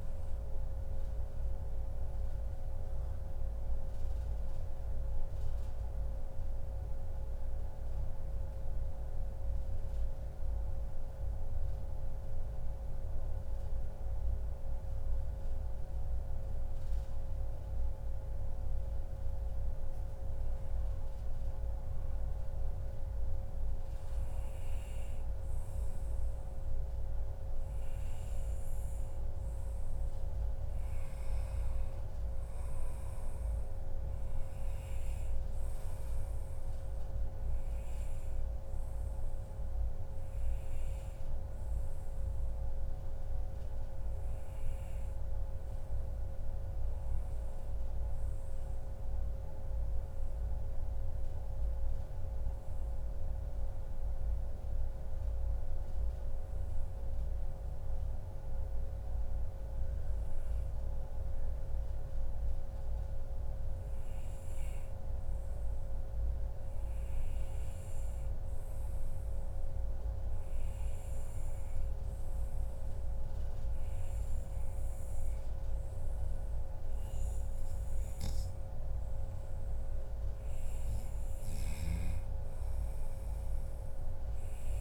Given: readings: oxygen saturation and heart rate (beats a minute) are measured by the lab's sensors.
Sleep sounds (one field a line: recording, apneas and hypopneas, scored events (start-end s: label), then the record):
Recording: breathing in sleep, hard to hear, by a room microphone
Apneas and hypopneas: 2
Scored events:
0.00-13.50 s: oxygen desaturation (device-marked, oxygen 93% lowest, heart rate 101 extreme)
1.50-19.00 s: central apnea (oxygen 98% before, 93% lowest, heart rate 135 before, 96 extreme, up 42 after)
15.00-17.00 s: long interval between heartbeats (device-marked, heart rate 115 before, 103 extreme)
21.50-25.00 s: arousal
37.00-39.00 s: long interval between heartbeats (device-marked, heart rate 131 before, 122 extreme)
38.50-78.00 s: obstructive apnea (oxygen 98% before, 90% lowest, heart rate 133 before, 98 extreme, up 0 after)
41.50-43.50 s: long interval between heartbeats (device-marked, heart rate 133 before, 96 extreme)
58.00-60.00 s: long interval between heartbeats (device-marked, heart rate 117 before, 100 extreme)
78.50-84.81 s: oxygen desaturation (device-marked, oxygen 96% before, 93% lowest, heart rate 128 before, 105 extreme)
80.50-84.50 s: arousal
From the record:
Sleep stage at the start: N2 (light sleep)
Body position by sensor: on the back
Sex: male